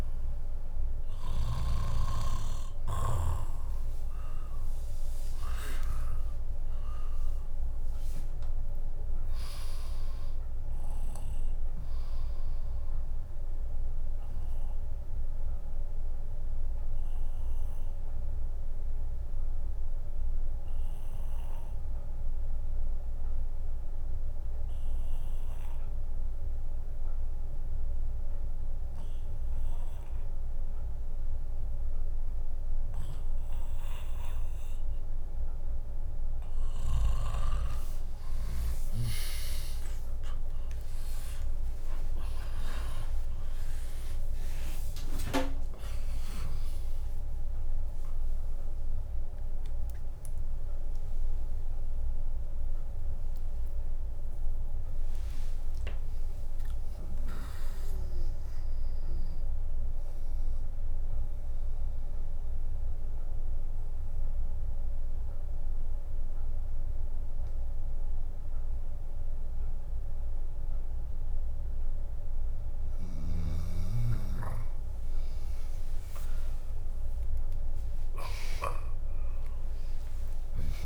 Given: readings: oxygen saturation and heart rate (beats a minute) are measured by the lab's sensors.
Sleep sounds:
a person partly awake in a sleep study, by a room microphone; 1
0.00-1.50 s: snoring (device-marked)
2.50-7.50 s: arousal
4.00-17.00 s: drop in pulse transit time (device-marked, heart rate 60 before, 64 extreme)
5.00-7.00 s: long interval between heartbeats (device-marked, heart rate 60 before, 73 extreme)
12.00-34.50 s: obstructive apnea (oxygen 99% before, 96% lowest, heart rate 68 before, 55 extreme, up 20 after)
24.00-35.00 s: bradycardia (device-marked, heart rate 71 before, 56 extreme)
30.00-60.00 s: new sleep stage, awake
37.00-63.00 s: drop in pulse transit time (device-marked, heart rate 64 before, 55 extreme)
41.00-64.00 s: oxygen desaturation (device-marked, oxygen 100% before, 96% lowest, heart rate 62 before, 55 extreme)
45.00-47.00 s: long interval between heartbeats (device-marked, heart rate 63 before, 76 extreme)
50.50-52.50 s: long interval between heartbeats (device-marked, heart rate 67 before, 73 extreme)
54.00-58.00 s: bradycardia (device-marked, heart rate 72 before, 59 extreme)
60.00-80.85 s: new sleep stage, N1 (lightest sleep)
62.00-67.00 s: bradycardia (device-marked, heart rate 71 before, 56 extreme)
75.50-80.50 s: arousal
76.00-78.00 s: long interval between heartbeats (device-marked, heart rate 60 before, 69 extreme)
79.00-80.85 s: drop in pulse transit time (device-marked, heart rate 63 before, 77 extreme)
From the record:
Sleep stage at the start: N2 (light sleep); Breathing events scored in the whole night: 409 in 4.5 hours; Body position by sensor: on the back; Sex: female

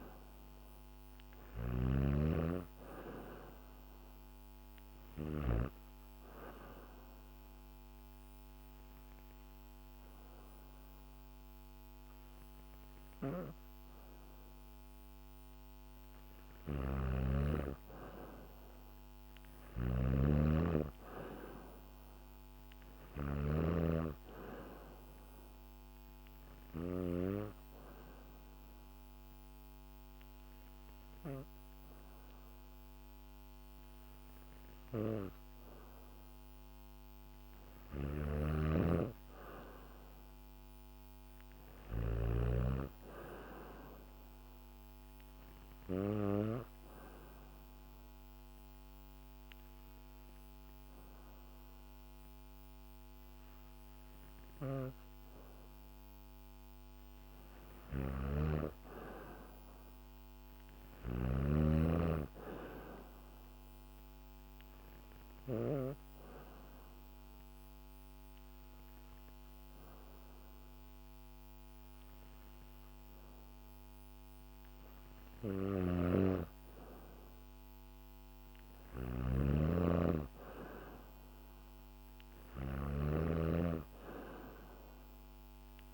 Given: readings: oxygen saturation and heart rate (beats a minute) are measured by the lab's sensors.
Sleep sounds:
breathing in sleep by a microphone on the trachea; 4
0.00-5.00 s: snoring (device-marked)
5.50-16.00 s: obstructive apnea (oxygen 95% before, 92% lowest, heart rate 70 before, 67 extreme, up 4 after)
16.00-26.50 s: snoring (device-marked)
18.50-21.50 s: arousal
26.50-37.00 s: obstructive apnea (oxygen 95% before, 92% lowest, heart rate 70 before, 65 extreme, up 1 after)
37.50-41.50 s: snoring (device-marked)
39.50-42.50 s: arousal
43.50-55.50 s: oxygen desaturation (device-marked, oxygen 95% before, 92% lowest, heart rate 70 before, 65 extreme)
45.00-56.00 s: obstructive apnea (oxygen 95% before, 92% lowest, heart rate 70 before, 65 extreme, up 3 after)
57.00-61.00 s: snoring (device-marked)
58.00-62.00 s: arousal
65.00-76.00 s: obstructive apnea (oxygen 95% before, 92% lowest, heart rate 67 before, 67 extreme, up 2 after)
75.00-85.94 s: snoring (device-marked)
78.00-80.50 s: arousal
83.50-85.94 s: oxygen desaturation (device-marked, oxygen 95% before, 92% lowest, heart rate 69 before, 67 extreme)
From the record:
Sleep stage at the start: N2 (light sleep); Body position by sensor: on the back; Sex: female

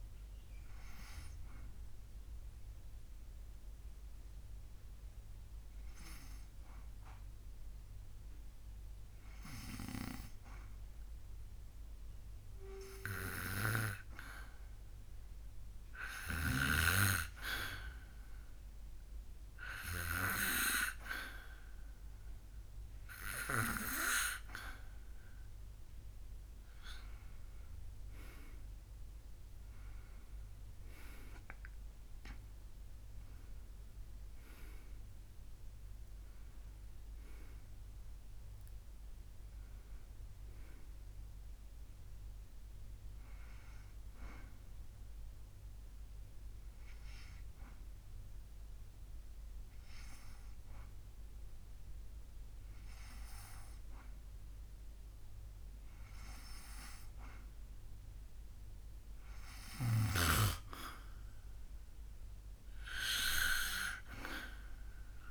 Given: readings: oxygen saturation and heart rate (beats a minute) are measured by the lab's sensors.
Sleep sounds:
breathing in sleep by a room microphone; 2
0.50-15.50 s: hypopnea (oxygen 93% before, 92% lowest, heart rate 81 before, 77 extreme, up 0 after)
20.50-23.00 s: arousal
46.00-57.50 s: hypopnea (oxygen 99% before, 94% lowest, heart rate 82 before, 73 extreme, up 3 after)
60.50-63.50 s: arousal
From the record:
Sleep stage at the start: N2 (light sleep); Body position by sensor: on the back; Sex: male

